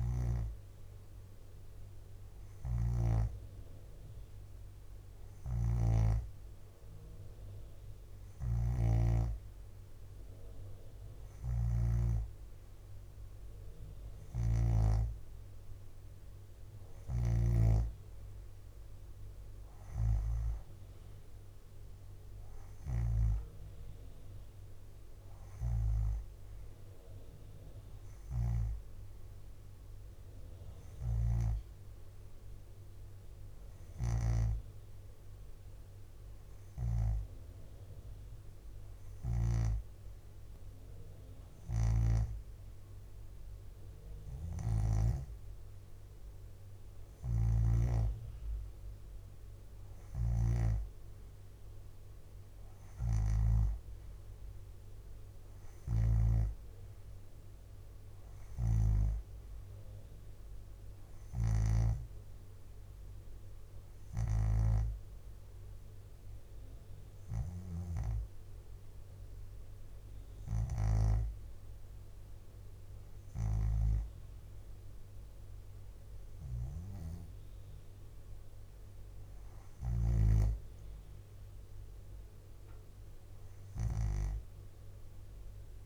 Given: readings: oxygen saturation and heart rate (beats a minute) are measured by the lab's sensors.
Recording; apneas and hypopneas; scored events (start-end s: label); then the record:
breathing in sleep by a room microphone; none
0.00-3.00 s: snoring (device-marked)
5.00-26.00 s: snoring (device-marked)
16.50-26.50 s: leg movement (device-marked)
28.00-34.50 s: snoring (device-marked)
33.00-35.00 s: leg movement (device-marked)
41.50-45.00 s: snoring (device-marked)
47.00-53.50 s: snoring (device-marked)
55.50-59.00 s: snoring (device-marked)
58.00-62.00 s: leg movement (device-marked)
61.00-71.00 s: snoring (device-marked)
73.00-85.86 s: snoring (device-marked)
79.50-83.00 s: arousal
83.00-85.50 s: leg movement (device-marked)
From the record:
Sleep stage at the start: N2 (light sleep); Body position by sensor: on the back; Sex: female